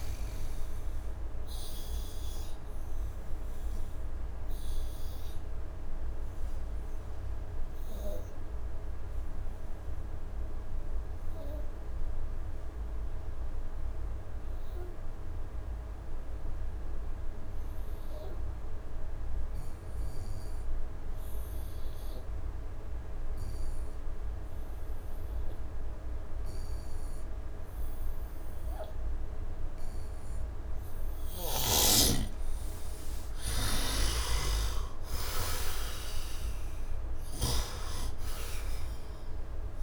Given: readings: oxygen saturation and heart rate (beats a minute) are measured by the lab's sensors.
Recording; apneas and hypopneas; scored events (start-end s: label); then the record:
breathing in sleep by a room microphone; 1
0.00-17.00 s: oxygen desaturation (device-marked, oxygen 75% lowest, heart rate 70 extreme)
3.50-31.00 s: obstructive apnea (oxygen 99% before, 69% lowest, heart rate 80 before, 70 extreme, up 10 after)
19.00-39.82 s: oxygen desaturation (device-marked, oxygen 100% before, 74% lowest, heart rate 75 before, 70 extreme)
33.50-37.50 s: snoring (device-marked)
37.00-39.82 s: arousal
From the record:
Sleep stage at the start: N2 (light sleep); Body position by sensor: on the right side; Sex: male